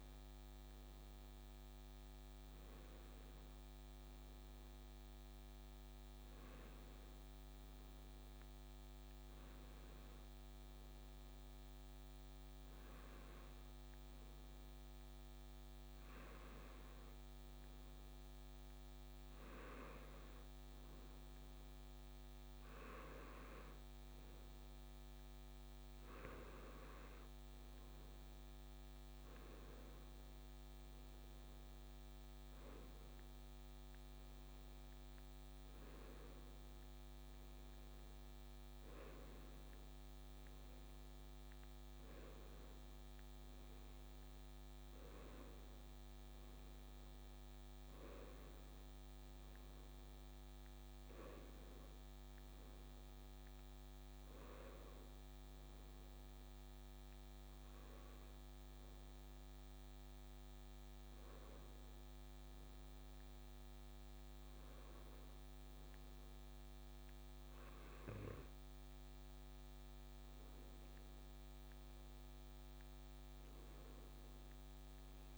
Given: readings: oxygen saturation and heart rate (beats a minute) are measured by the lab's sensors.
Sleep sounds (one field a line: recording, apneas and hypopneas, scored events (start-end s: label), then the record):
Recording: a person awake in a sleep study, hard to hear, by a microphone on the trachea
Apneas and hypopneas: none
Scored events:
none scored
From the record:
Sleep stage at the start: awake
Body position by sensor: on the right side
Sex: male